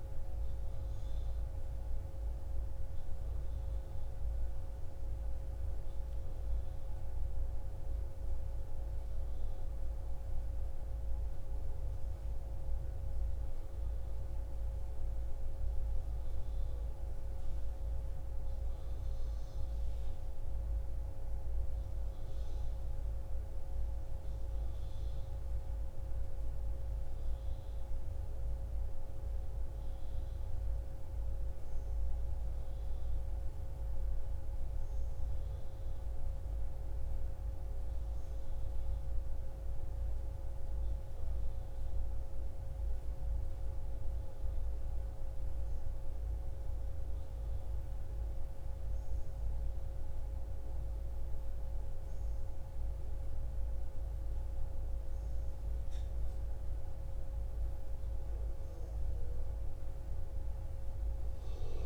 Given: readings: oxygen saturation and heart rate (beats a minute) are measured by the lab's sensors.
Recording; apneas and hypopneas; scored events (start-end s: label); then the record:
a person awake in a sleep study, hard to hear, by a room microphone; none
none scored
From the record:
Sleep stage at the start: awake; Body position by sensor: on the back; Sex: female